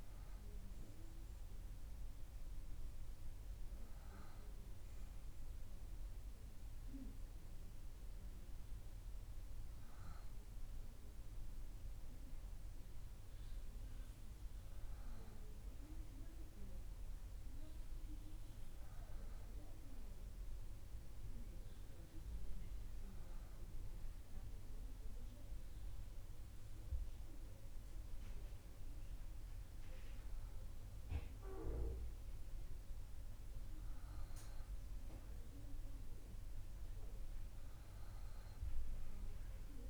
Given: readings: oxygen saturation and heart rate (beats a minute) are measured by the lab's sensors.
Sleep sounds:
breathing in sleep, hard to hear, by a room microphone; 1
23.00-34.00 s: hypopnea (oxygen 97% before, 94% lowest)
From the record:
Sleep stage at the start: REM sleep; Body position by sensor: on the back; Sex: male

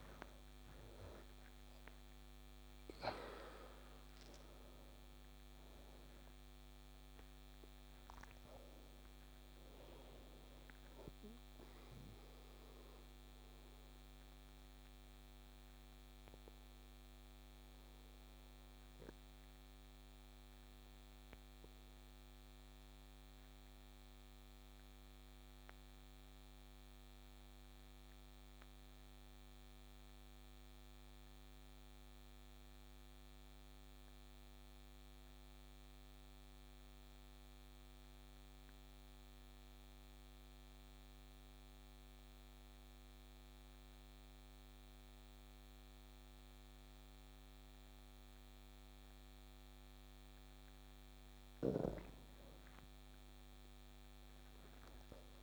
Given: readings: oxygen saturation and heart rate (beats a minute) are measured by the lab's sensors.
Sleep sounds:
breathing in sleep, hard to hear, by a microphone on the trachea; 1
0.00-11.00 s: oxygen desaturation (device-marked, oxygen 89% lowest)
12.50-50.00 s: obstructive apnea (oxygen 95% before, 89% lowest)
53.00-55.42 s: arousal
From the record:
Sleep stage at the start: N2 (light sleep); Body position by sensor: on the back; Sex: male

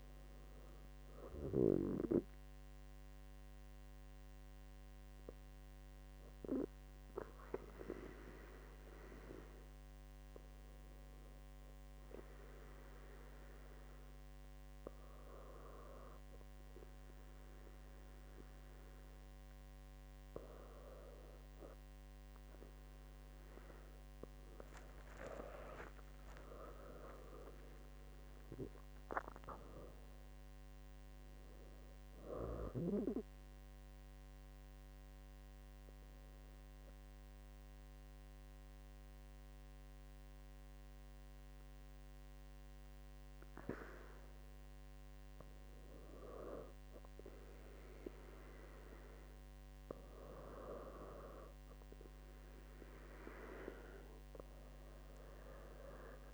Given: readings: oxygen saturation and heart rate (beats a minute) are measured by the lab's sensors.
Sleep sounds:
breathing in sleep by a microphone on the trachea; 2
3.50-24.00 s: obstructive apnea (oxygen 98% before, 94% lowest, heart rate 72 before, 65 extreme, up 6 after)
26.50-30.50 s: arousal
33.00-48.00 s: obstructive apnea (oxygen 98% before, 97% lowest, heart rate 73 before, 65 extreme, up 8 after)
54.00-56.34 s: arousal
From the record:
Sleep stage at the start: N2 (light sleep); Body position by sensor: on the back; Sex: female

